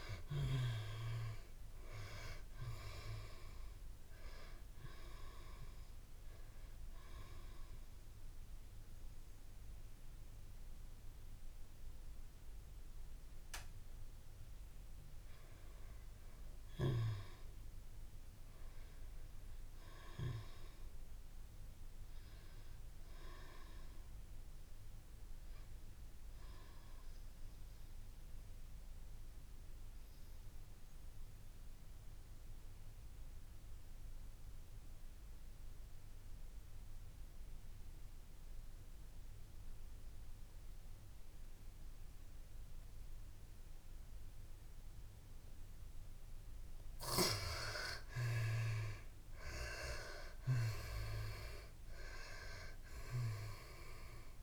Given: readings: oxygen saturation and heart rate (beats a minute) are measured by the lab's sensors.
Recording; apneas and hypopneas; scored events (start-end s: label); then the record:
breathing in sleep by a room microphone; 2
0.00-24.00 s: oxygen desaturation (device-marked, oxygen 74% lowest, heart rate 126 extreme)
6.50-16.50 s: central apnea (oxygen 98% before, 74% lowest, heart rate 154 before, 126 extreme, up 4 after)
18.50-22.00 s: arousal
26.00-46.50 s: mixed apnea (oxygen 99% before, 76% lowest, heart rate 159 before, 109 extreme, up 20 after)
43.00-54.43 s: oxygen desaturation (device-marked, oxygen 97% before, 77% lowest, heart rate 151 before, 109 extreme)
49.00-52.50 s: arousal
From the record:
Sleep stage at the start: N2 (light sleep); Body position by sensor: on the back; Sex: female